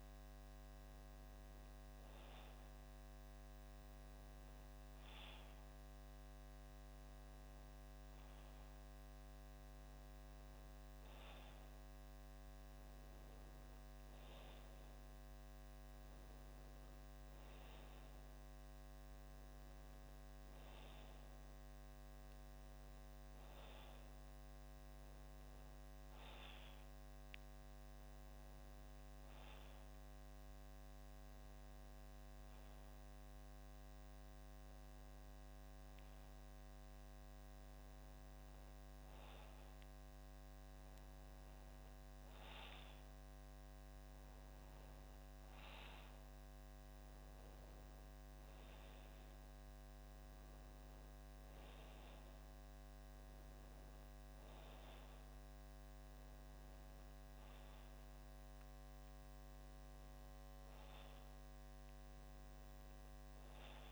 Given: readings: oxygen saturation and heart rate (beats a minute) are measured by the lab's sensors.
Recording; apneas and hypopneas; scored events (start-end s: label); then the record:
breathing in sleep, hard to hear, by a microphone on the trachea; none
none scored
From the record:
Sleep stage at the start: N2 (light sleep); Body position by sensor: on the back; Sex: male